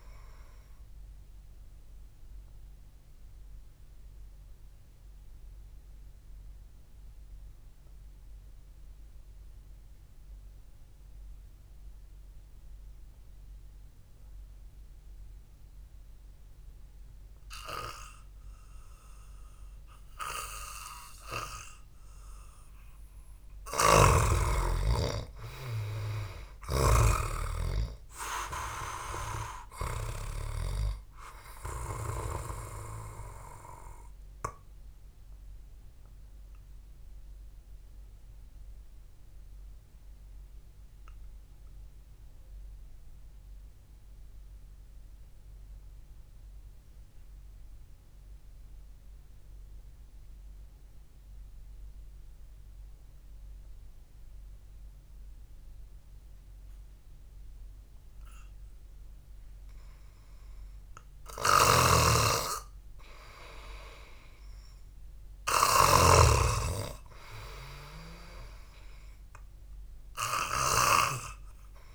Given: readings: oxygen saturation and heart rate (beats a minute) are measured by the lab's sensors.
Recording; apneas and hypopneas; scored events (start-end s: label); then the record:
breathing in sleep by a room microphone; 2
0.50-20.50 s: obstructive apnea (oxygen 97% before, 91% lowest, heart rate 61 before, 54 extreme, up 0 after)
6.50-19.50 s: oxygen desaturation (device-marked, oxygen 95% before, 91% lowest, heart rate 58 before, 54 extreme)
24.00-27.50 s: snoring (device-marked)
24.50-29.50 s: arousal
35.50-62.00 s: mixed apnea (oxygen 97% before, 89% lowest, heart rate 58 before, 54 extreme, up 4 after)
44.50-54.50 s: oxygen desaturation (device-marked, oxygen 95% before, 91% lowest, heart rate 57 before, 54 extreme)
62.00-71.50 s: snoring (device-marked)
63.50-67.50 s: arousal
68.50-71.95 s: oxygen desaturation (device-marked, oxygen 98% before, 89% lowest, heart rate 64 before, 54 extreme)
From the record:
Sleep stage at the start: N2 (light sleep); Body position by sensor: on the back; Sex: male